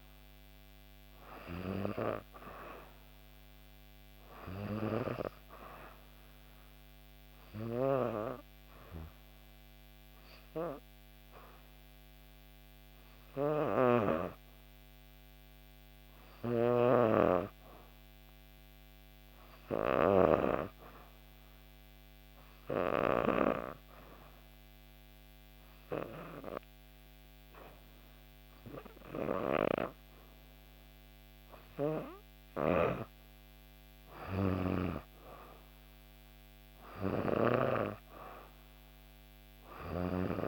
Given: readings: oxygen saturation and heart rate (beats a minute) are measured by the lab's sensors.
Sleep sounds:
breathing in sleep by a microphone on the trachea; 1
7.00-31.00 s: hypopnea (oxygen 96% before, 91% lowest, heart rate 64 before, 64 extreme, up 3 after)
33.50-37.50 s: arousal
From the record:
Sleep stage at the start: N2 (light sleep); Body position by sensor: on the back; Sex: female

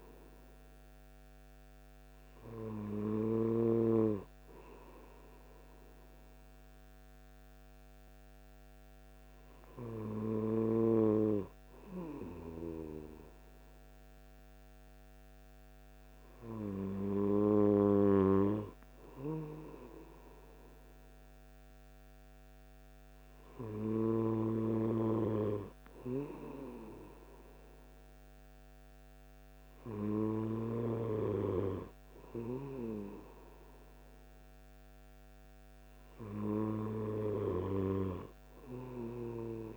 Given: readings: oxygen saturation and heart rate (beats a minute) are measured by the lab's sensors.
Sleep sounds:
breathing in sleep by a microphone on the trachea; none
none scored
From the record:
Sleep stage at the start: N2 (light sleep); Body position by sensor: on the right side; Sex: male

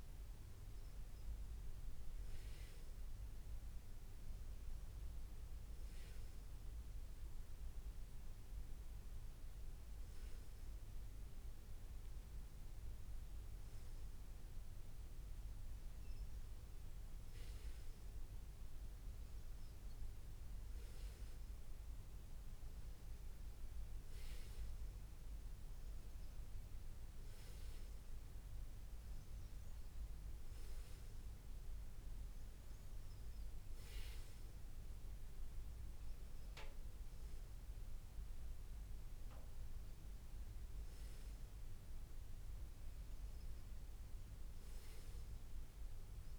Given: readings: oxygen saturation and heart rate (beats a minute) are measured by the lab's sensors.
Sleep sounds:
breathing in sleep, hard to hear, by a room microphone; none
none scored
From the record:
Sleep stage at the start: N2 (light sleep); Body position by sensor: on the back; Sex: male

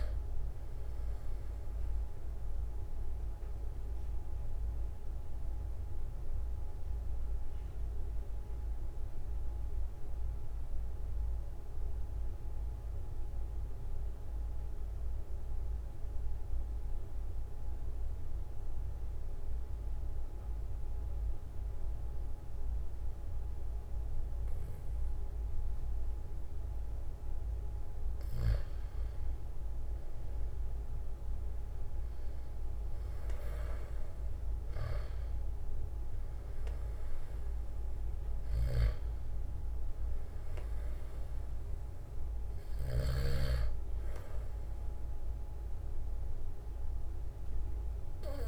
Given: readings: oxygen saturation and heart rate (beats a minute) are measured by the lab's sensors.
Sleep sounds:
breathing in sleep, hard to hear, by a room microphone; 1
4.00-28.50 s: obstructive apnea (oxygen 97% before, 92% lowest, heart rate 46 before, 43 extreme, up 3 after)
31.00-35.50 s: arousal
38.50-43.50 s: snoring (device-marked)
46.50-48.48 s: oxygen desaturation (device-marked, oxygen 95% before, 92% lowest, heart rate 46 before, 43 extreme)
From the record:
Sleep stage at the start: N2 (light sleep); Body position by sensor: on the back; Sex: male

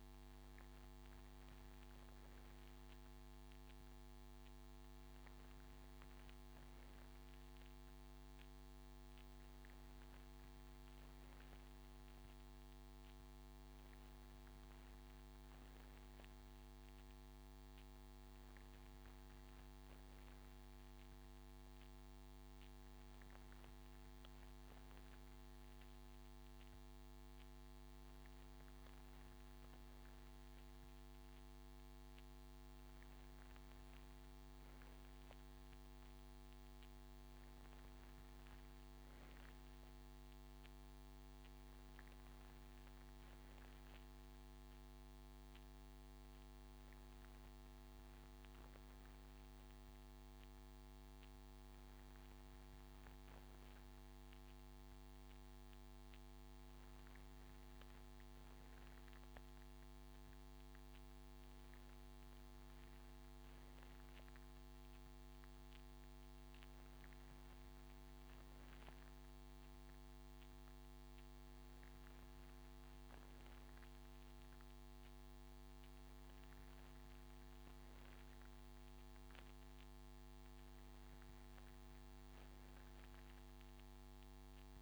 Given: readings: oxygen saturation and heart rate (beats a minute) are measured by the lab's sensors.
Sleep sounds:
breathing in sleep, hard to hear, by a microphone on the trachea; none
none scored
From the record:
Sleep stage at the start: N3 (deep sleep); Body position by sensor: on the right side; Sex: male

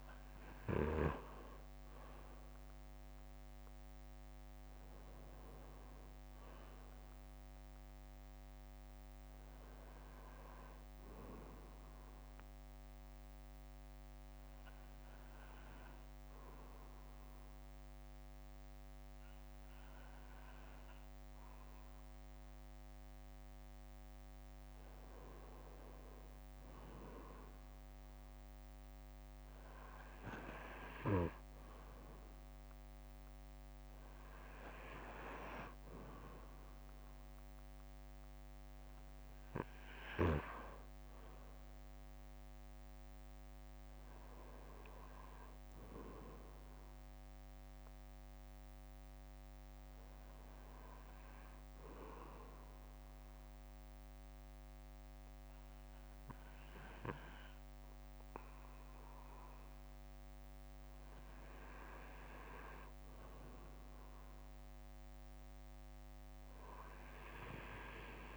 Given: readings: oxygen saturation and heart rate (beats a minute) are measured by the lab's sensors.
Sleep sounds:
breathing in sleep by a microphone on the trachea; 2
10.50-21.50 s: bradycardia (device-marked, heart rate 64 before, 58 extreme)
13.00-24.50 s: obstructive apnea (oxygen 96% before, 94% lowest, heart rate 60 before, 57 extreme, up 5 after)
27.50-29.50 s: bradycardia (device-marked, heart rate 64 before, 61 extreme)
27.50-31.50 s: arousal
45.50-48.50 s: bradycardia (device-marked, heart rate 64 before, 60 extreme)
52.00-62.50 s: obstructive apnea (oxygen 97% before, 94% lowest, heart rate 60 before, 57 extreme, up 5 after)
65.50-67.50 s: bradycardia (device-marked, heart rate 64 before, 61 extreme)
From the record:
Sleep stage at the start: N2 (light sleep); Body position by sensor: on the back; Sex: male

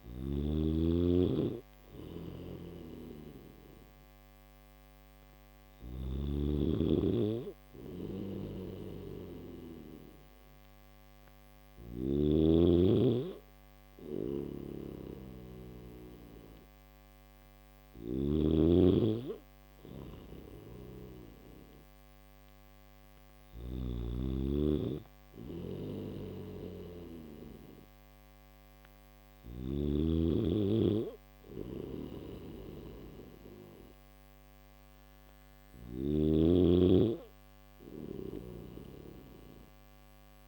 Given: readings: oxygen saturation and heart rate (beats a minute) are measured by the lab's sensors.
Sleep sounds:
breathing in sleep by a microphone on the trachea; none
2.00-9.00 s: snoring (device-marked)
13.50-23.50 s: snoring (device-marked)
25.50-29.50 s: snoring (device-marked)
31.50-35.50 s: snoring (device-marked)
37.50-40.48 s: snoring (device-marked)
From the record:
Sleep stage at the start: N3 (deep sleep); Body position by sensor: on the back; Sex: male

